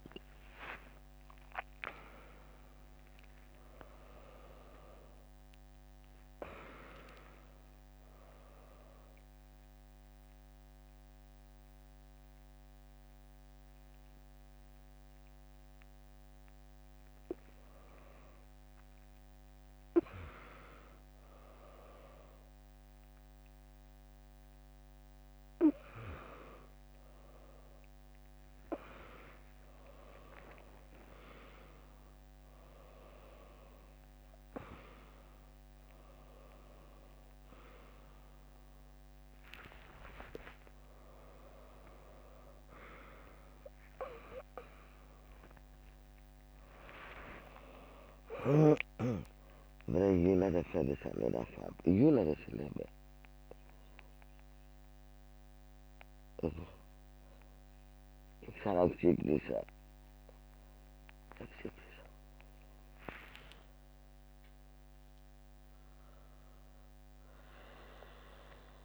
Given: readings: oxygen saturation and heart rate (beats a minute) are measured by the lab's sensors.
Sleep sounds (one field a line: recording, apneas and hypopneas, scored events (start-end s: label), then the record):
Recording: a person awake in a sleep study, by a microphone on the trachea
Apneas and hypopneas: none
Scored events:
0.00-1.00 s: long interval between heartbeats (device-marked, heart rate 107 extreme)
0.50-9.50 s: tachycardia (device-marked, heart rate 81 before, 128 extreme)
3.50-5.50 s: long interval between heartbeats (device-marked, heart rate 93 before, 110 extreme)
6.00-8.00 s: long interval between heartbeats (device-marked, heart rate 96 before, 110 extreme)
9.00-11.00 s: long interval between heartbeats (device-marked, heart rate 100 before, 117 extreme)
14.50-16.50 s: long interval between heartbeats (device-marked, heart rate 107 before, 96 extreme)
16.50-22.50 s: tachycardia (device-marked, heart rate 81 before, 114 extreme)
20.50-22.50 s: long interval between heartbeats (device-marked, heart rate 105 before, 108 extreme)
23.00-25.00 s: long interval between heartbeats (device-marked, heart rate 106 before, 130 extreme)
27.50-32.50 s: tachycardia (device-marked, heart rate 81 before, 110 extreme)
28.50-30.50 s: long interval between heartbeats (device-marked, heart rate 104 before, 88 extreme)
32.50-57.50 s: drop in pulse transit time (device-marked, heart rate 100 before, 85 extreme)
39.50-47.50 s: tachycardia (device-marked, heart rate 82 before, 119 extreme)
43.00-45.00 s: long interval between heartbeats (device-marked, heart rate 100 before, 108 extreme)
45.00-47.00 s: long interval between heartbeats (device-marked, heart rate 98 before, 118 extreme)
From the record:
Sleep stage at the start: awake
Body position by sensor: on the back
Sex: female